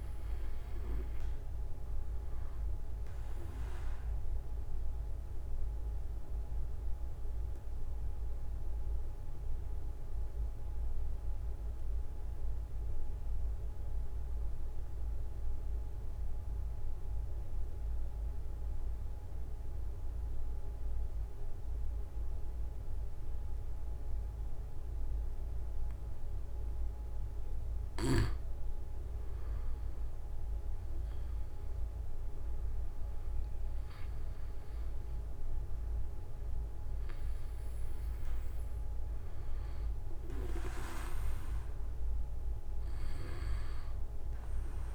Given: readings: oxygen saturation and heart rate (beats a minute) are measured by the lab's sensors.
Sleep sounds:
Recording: breathing in sleep, hard to hear, by a room microphone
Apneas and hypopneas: 1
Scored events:
0.00-9.50 s: oxygen desaturation (device-marked, oxygen 93% lowest)
4.50-26.50 s: obstructive apnea (oxygen 97% before, 92% lowest)
20.50-22.50 s: long interval between heartbeats (device-marked)
29.00-33.00 s: arousal
From the record:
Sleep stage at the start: N2 (light sleep)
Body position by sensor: on the back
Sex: male

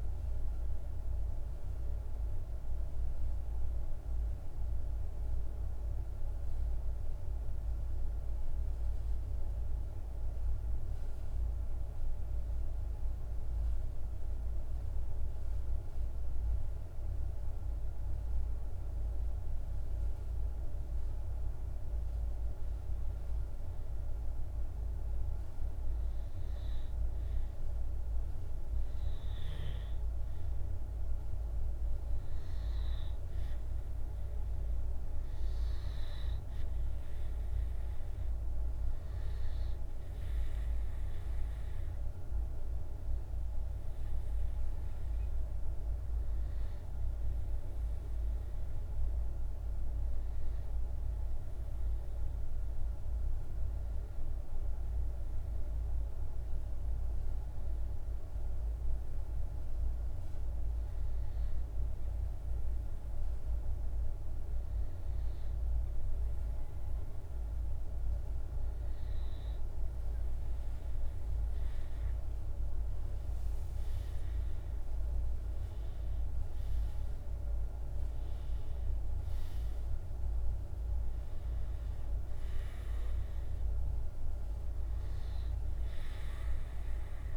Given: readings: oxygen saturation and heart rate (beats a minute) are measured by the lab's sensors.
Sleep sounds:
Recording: breathing in sleep, hard to hear, by a room microphone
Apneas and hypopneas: 2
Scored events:
0.00-13.50 s: oxygen desaturation (device-marked, oxygen 91% lowest, heart rate 51 extreme)
5.00-19.00 s: hypopnea (oxygen 97% before, 92% lowest, heart rate 54 before, 51 extreme, up 2 after)
20.50-24.50 s: arousal
30.50-49.50 s: oxygen desaturation (device-marked, oxygen 98% before, 93% lowest, heart rate 52 before, 50 extreme)
48.00-67.00 s: hypopnea (oxygen 98% before, 94% lowest, heart rate 53 before, 50 extreme, up 3 after)
71.00-76.00 s: arousal
From the record:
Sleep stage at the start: N2 (light sleep)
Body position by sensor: on the back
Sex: male

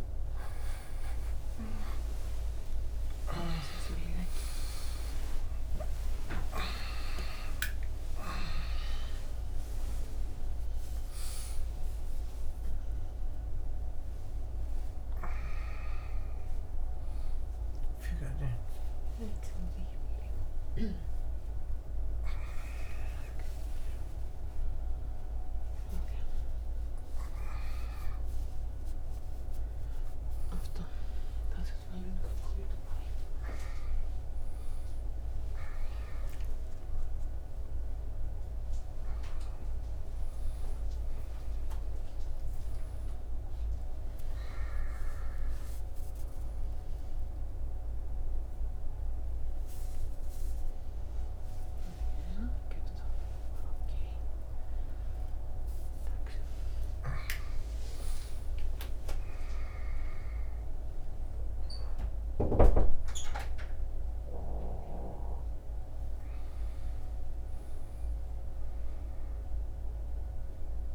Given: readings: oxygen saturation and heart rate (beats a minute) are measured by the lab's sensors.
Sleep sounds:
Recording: a person awake in a sleep study, by a room microphone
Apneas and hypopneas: none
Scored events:
60.00-70.95 s: new sleep stage, N1 (lightest sleep)
From the record:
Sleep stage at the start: awake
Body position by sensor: on the back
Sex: male

